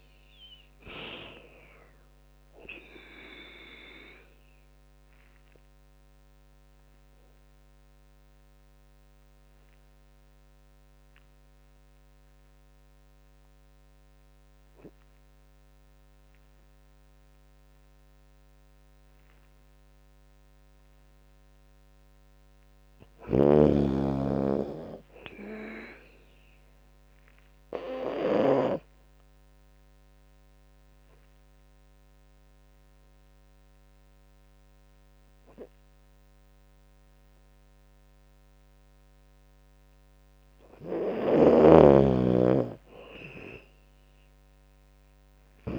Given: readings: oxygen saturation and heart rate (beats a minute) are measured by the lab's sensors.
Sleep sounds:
breathing in sleep by a microphone on the trachea; 2
0.00-1.00 s: arousal
0.00-9.50 s: drop in pulse transit time (device-marked, heart rate 78 extreme)
0.50-20.50 s: oxygen desaturation (device-marked, oxygen 96% before, 91% lowest, heart rate 77 before, 69 extreme)
3.50-21.00 s: obstructive apnea (oxygen 96% before, 91% lowest, heart rate 77 before, 69 extreme, up 14 after)
22.50-24.50 s: arousal
22.50-28.00 s: snoring (device-marked)
24.50-34.50 s: drop in pulse transit time (device-marked, heart rate 79 before, 78 extreme)
26.50-39.00 s: obstructive apnea (oxygen 98% before, 92% lowest, heart rate 79 before, 69 extreme, up 9 after)
31.50-45.50 s: oxygen desaturation (device-marked, oxygen 98% before, 92% lowest, heart rate 80 before, 69 extreme)
40.50-45.50 s: snoring (device-marked)
42.00-45.00 s: arousal
From the record:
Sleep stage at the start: N2 (light sleep); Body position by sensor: on the back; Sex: female

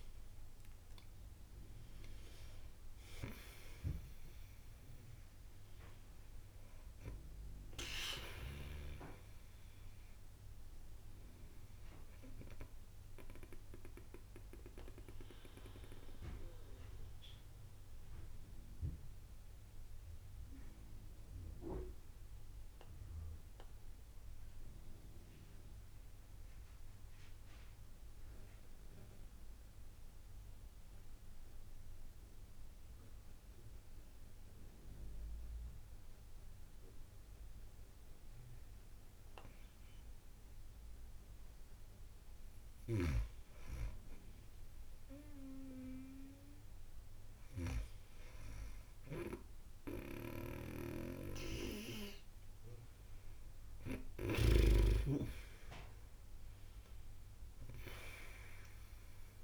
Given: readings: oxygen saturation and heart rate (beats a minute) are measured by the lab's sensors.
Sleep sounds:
breathing in sleep by a room microphone; 1
0.00-29.00 s: oxygen desaturation (device-marked, oxygen 92% lowest)
3.50-5.50 s: long interval between heartbeats (device-marked)
14.00-41.00 s: mixed apnea (oxygen 96% before, 91% lowest)
45.50-49.50 s: arousal
47.50-49.50 s: long interval between heartbeats (device-marked)
49.00-59.44 s: oxygen desaturation (device-marked, oxygen 96% before, 92% lowest)
50.00-54.00 s: snoring (device-marked)
From the record:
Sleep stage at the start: N2 (light sleep); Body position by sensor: on the back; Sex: female

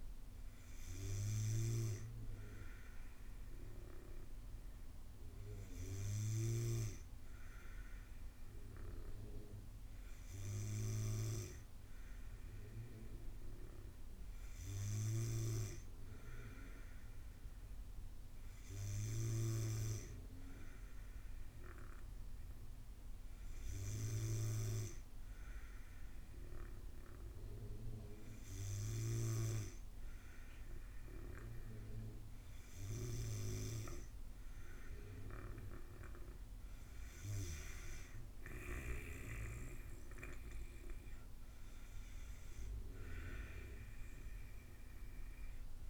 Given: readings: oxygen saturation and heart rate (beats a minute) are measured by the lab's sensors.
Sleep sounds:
breathing in sleep by a room microphone; none
none scored
From the record:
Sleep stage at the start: N2 (light sleep); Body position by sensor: on the back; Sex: female

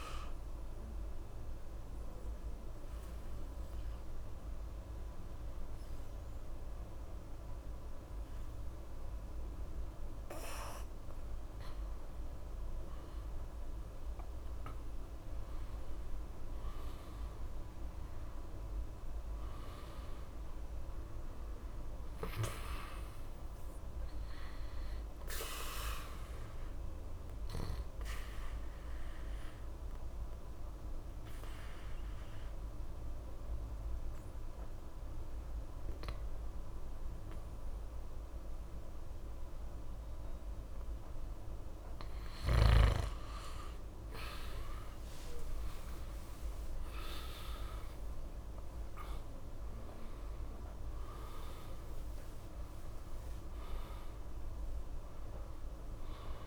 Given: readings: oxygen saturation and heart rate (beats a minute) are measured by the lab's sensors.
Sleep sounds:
breathing in sleep by a room microphone; 2
0.00-10.00 s: oxygen desaturation (device-marked, oxygen 91% lowest, heart rate 65 extreme)
0.50-10.50 s: obstructive apnea (oxygen 97% before, 85% lowest, heart rate 68 before, 65 extreme, up 4 after)
12.00-16.00 s: arousal
21.00-36.00 s: oxygen desaturation (device-marked, oxygen 95% before, 90% lowest, heart rate 68 before, 65 extreme)
26.00-41.50 s: obstructive apnea (oxygen 95% before, 85% lowest, heart rate 68 before, 65 extreme, up 13 after)
44.00-48.00 s: arousal
45.00-56.47 s: oxygen desaturation (device-marked, oxygen 96% before, 85% lowest, heart rate 67 before, 63 extreme)
From the record:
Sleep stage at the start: N2 (light sleep); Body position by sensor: on the back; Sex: male

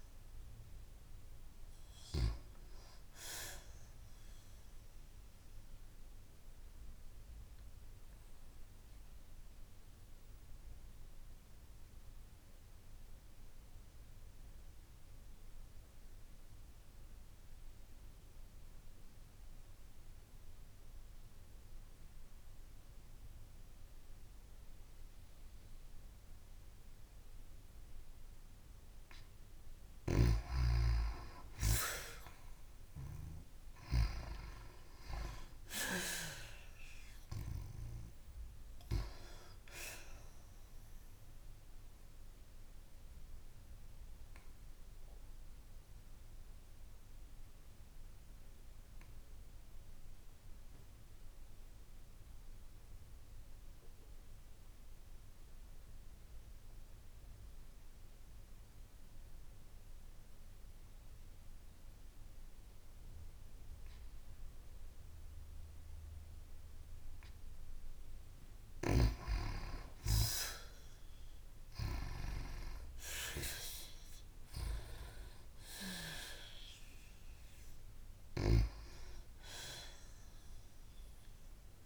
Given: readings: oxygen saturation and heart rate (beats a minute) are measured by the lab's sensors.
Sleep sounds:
breathing in sleep by a room microphone; 2
5.50-28.00 s: obstructive apnea (oxygen 96% before, 88% lowest)
24.50-38.50 s: oxygen desaturation (device-marked, oxygen 96% before, 89% lowest)
32.00-36.50 s: arousal
43.00-66.50 s: obstructive apnea (oxygen 97% before, 88% lowest)
66.50-81.86 s: oxygen desaturation (device-marked, oxygen 97% before, 88% lowest)
70.00-75.00 s: arousal
From the record:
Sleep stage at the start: N2 (light sleep); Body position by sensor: on the back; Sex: female

